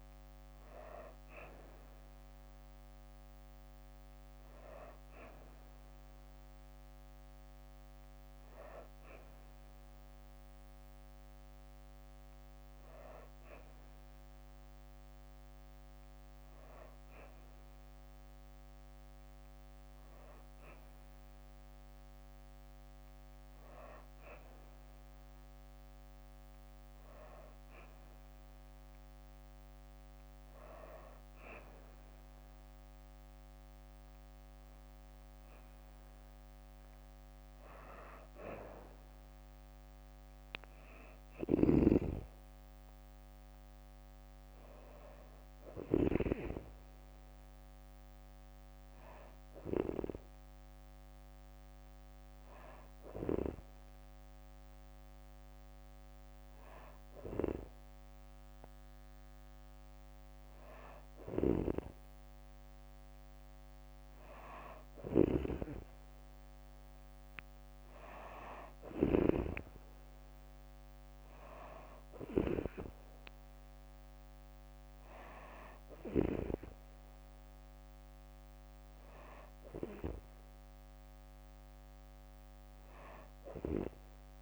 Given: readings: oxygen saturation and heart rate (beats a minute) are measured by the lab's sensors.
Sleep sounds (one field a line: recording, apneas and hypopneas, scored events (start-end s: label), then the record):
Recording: breathing in sleep by a microphone on the trachea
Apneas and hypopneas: none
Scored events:
41.00-45.50 s: snoring (device-marked)
64.50-69.00 s: snoring (device-marked)
From the record:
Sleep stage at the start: N2 (light sleep)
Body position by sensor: on the back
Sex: female